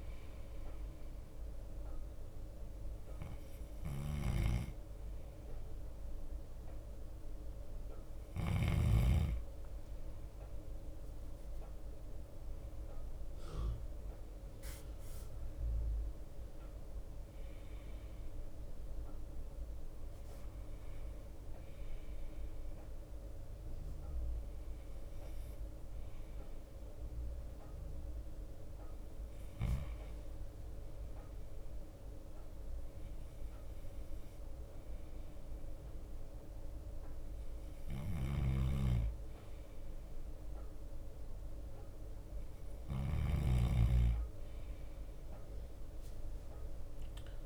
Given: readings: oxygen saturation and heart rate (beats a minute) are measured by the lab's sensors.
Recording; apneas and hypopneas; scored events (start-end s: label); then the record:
breathing in sleep by a room microphone; 1
0.00-47.46 s: bradycardia (device-marked)
24.50-37.50 s: hypopnea (oxygen 93% before, 91% lowest, heart rate 55 before, 52 extreme, up 2 after)
42.00-46.00 s: arousal
From the record:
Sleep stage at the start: N2 (light sleep); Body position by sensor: on the back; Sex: male